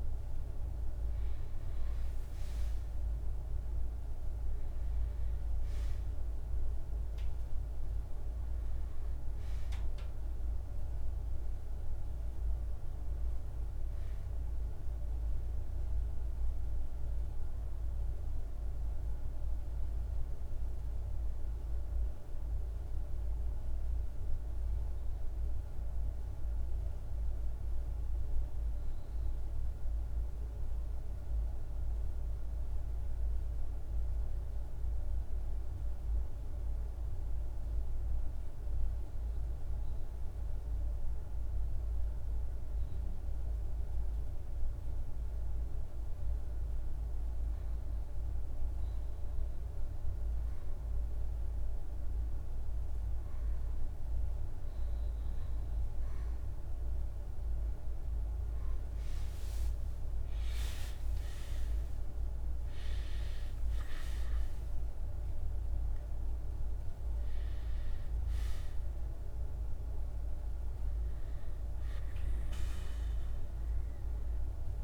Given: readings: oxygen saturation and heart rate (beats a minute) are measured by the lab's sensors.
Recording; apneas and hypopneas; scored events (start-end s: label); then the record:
breathing in sleep, hard to hear, by a room microphone; 1
0.00-5.00 s: oxygen desaturation (device-marked, oxygen 91% lowest, heart rate 49 extreme)
21.50-45.00 s: obstructive apnea (oxygen 95% before, 88% lowest, heart rate 51 before, 49 extreme, up 2 after)
44.00-72.00 s: oxygen desaturation (device-marked, oxygen 98% before, 88% lowest, heart rate 50 before, 51 extreme)
58.50-62.50 s: arousal
From the record:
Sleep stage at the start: REM sleep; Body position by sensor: on the back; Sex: male